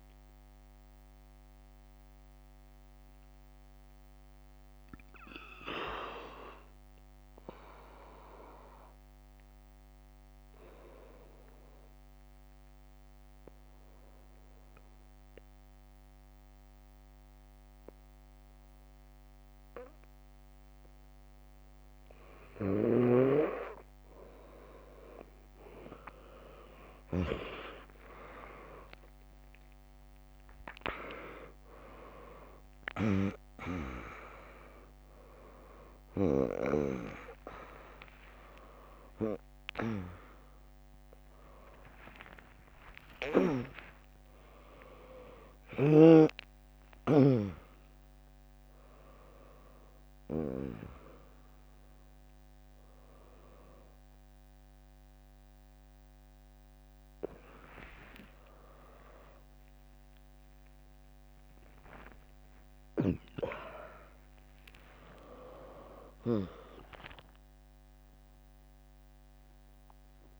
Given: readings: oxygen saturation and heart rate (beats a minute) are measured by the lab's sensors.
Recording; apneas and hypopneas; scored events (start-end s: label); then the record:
a person awake in a sleep study, by a microphone on the trachea; 1
0.00-7.00 s: drop in pulse transit time (device-marked, heart rate 63 extreme)
0.00-16.00 s: oxygen desaturation (device-marked, oxygen 95% lowest, heart rate 60 extreme)
1.00-24.50 s: mixed apnea (oxygen 100% before, 95% lowest, heart rate 68 before, 60 extreme, up 17 after)
28.00-48.00 s: oxygen desaturation (device-marked, oxygen 100% before, 95% lowest, heart rate 64 before, 85 extreme)
30.00-31.00 s: drop in pulse transit time (device-marked, heart rate 64 before, 68 extreme)
31.00-70.40 s: new sleep stage, awake
33.00-57.00 s: drop in pulse transit time (device-marked, heart rate 64 before, 82 extreme)
39.00-46.00 s: tachycardia (device-marked, heart rate 79 before, 129 extreme)
41.50-43.50 s: long interval between heartbeats (device-marked, heart rate 74 before, 99 extreme)
66.00-68.00 s: long interval between heartbeats (device-marked, heart rate 93 before, 99 extreme)
66.00-69.00 s: tachycardia (device-marked, heart rate 80 before, 100 extreme)
From the record:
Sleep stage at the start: N2 (light sleep); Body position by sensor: on the left side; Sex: female